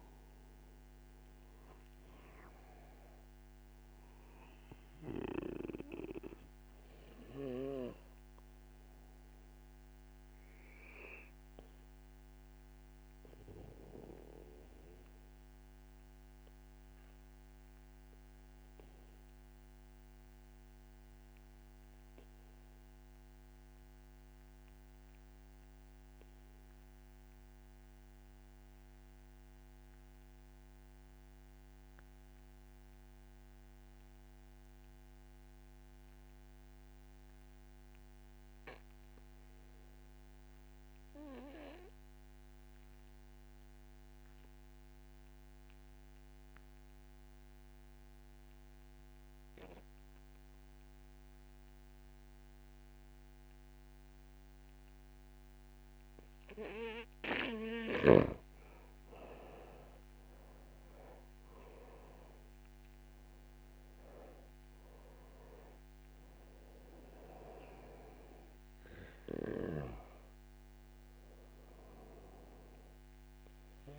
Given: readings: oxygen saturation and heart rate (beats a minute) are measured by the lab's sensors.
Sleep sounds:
breathing in sleep by a microphone on the trachea; 1
0.00-3.50 s: arousal
0.00-18.00 s: oxygen desaturation (device-marked, oxygen 84% lowest, heart rate 36 extreme)
12.00-56.00 s: obstructive apnea (oxygen 93% before, 79% lowest)
37.00-73.99 s: oxygen desaturation (device-marked, oxygen 96% before, 79% lowest)
44.00-73.99 s: new sleep stage, REM sleep
59.00-63.50 s: arousal
From the record:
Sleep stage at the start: N2 (light sleep); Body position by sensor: on the back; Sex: male

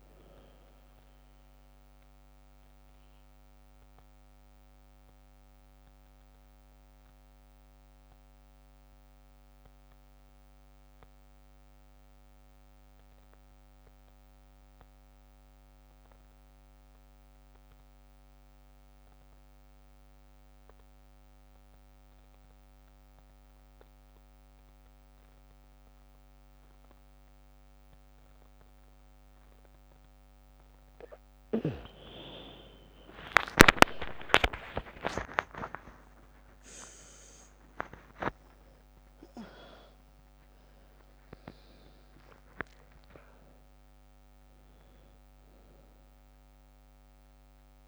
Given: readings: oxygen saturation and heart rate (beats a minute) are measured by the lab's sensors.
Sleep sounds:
breathing in sleep by a microphone on the trachea; 1
0.00-11.50 s: oxygen desaturation (device-marked, oxygen 89% lowest, heart rate 58 extreme)
3.00-30.50 s: obstructive apnea (oxygen 100% before, 84% lowest, heart rate 66 before, 58 extreme, up 6 after)
27.50-47.88 s: oxygen desaturation (device-marked, oxygen 99% before, 84% lowest, heart rate 61 before, 56 extreme)
33.00-37.50 s: arousal
From the record:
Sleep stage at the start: N2 (light sleep); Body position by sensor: on the back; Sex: female

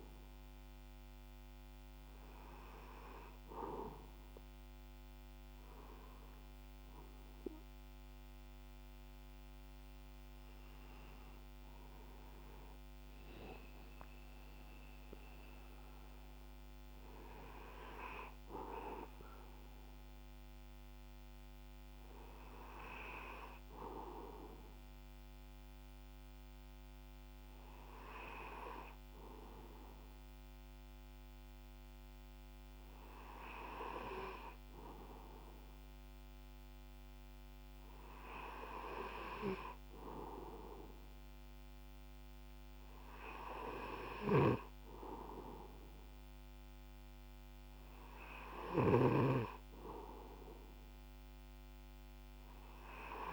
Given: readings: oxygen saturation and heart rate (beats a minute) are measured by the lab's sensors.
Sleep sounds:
breathing in sleep by a microphone on the trachea; none
none scored
From the record:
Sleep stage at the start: N2 (light sleep); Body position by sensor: on the back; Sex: male

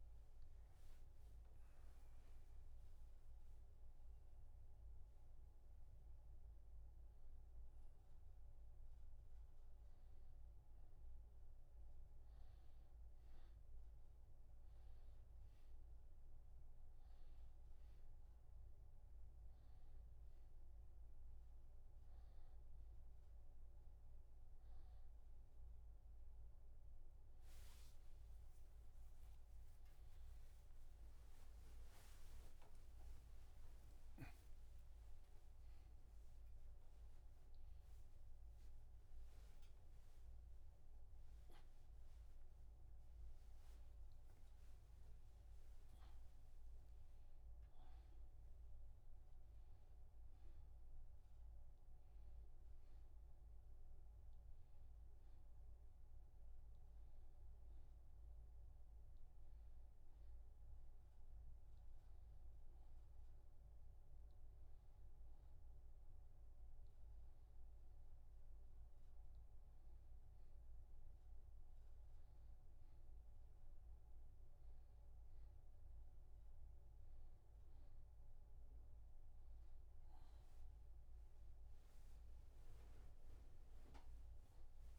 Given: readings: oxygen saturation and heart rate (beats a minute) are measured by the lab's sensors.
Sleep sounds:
a person awake in a sleep study, hard to hear, by a room microphone; none
3.00-20.00 s: oxygen desaturation (device-marked, oxygen 95% before, 90% lowest, heart rate 97 before, 67 extreme)
41.00-71.00 s: new sleep stage, N1 (lightest sleep)
71.00-84.99 s: new sleep stage, awake
From the record:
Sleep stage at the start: awake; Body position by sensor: on the back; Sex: male

